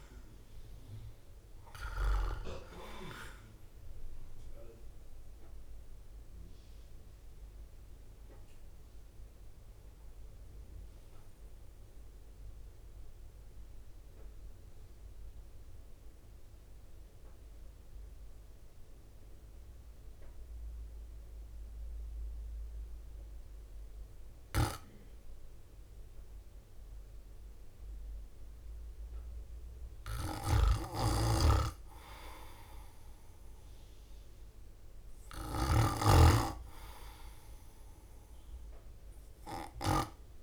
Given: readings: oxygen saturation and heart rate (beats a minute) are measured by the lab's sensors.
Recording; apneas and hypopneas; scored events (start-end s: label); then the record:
breathing in sleep by a room microphone; 1
0.00-7.50 s: drop in pulse transit time (device-marked, heart rate 53 extreme)
11.00-29.00 s: central apnea (oxygen 99% before, 91% lowest, heart rate 58 before, 51 extreme, up 5 after)
12.50-30.50 s: oxygen desaturation (device-marked, oxygen 97% before, 91% lowest, heart rate 56 before, 52 extreme)
30.50-40.43 s: drop in pulse transit time (device-marked, heart rate 53 before, 54 extreme)
31.50-34.50 s: arousal
From the record:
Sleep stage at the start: N2 (light sleep); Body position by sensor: on the right side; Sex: male